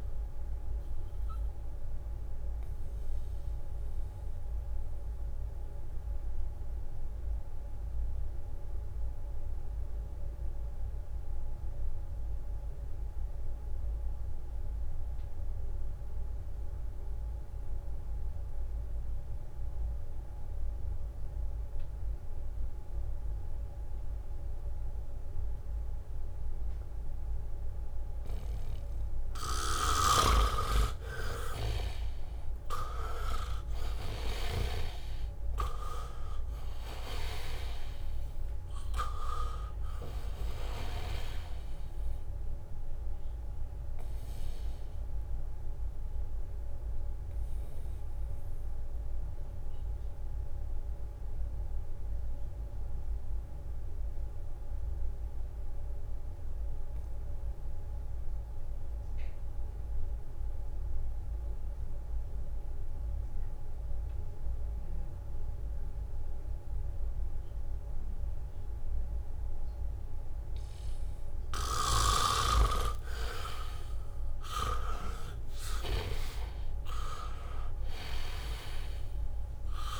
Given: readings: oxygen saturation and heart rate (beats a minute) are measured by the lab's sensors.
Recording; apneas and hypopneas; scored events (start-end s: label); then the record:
breathing in sleep by a room microphone; 2
0.00-12.50 s: oxygen desaturation (device-marked, oxygen 81% lowest, heart rate 64 extreme)
0.50-28.00 s: mixed apnea (oxygen 98% before, 80% lowest, heart rate 68 before, 67 extreme, up 1 after)
25.50-59.50 s: oxygen desaturation (device-marked, oxygen 99% before, 80% lowest, heart rate 72 before, 67 extreme)
30.00-35.00 s: snoring (device-marked)
31.00-36.00 s: arousal
43.50-72.00 s: obstructive apnea (oxygen 99% before, 79% lowest, heart rate 69 before, 67 extreme, up 4 after)
70.50-80.00 s: oxygen desaturation (device-marked, oxygen 99% before, 79% lowest, heart rate 72 before, 64 extreme)
72.00-76.50 s: leg movement (device-marked)
76.00-80.00 s: arousal
77.00-79.00 s: leg movement (device-marked)
From the record:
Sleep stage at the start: N2 (light sleep); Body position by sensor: on the back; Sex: male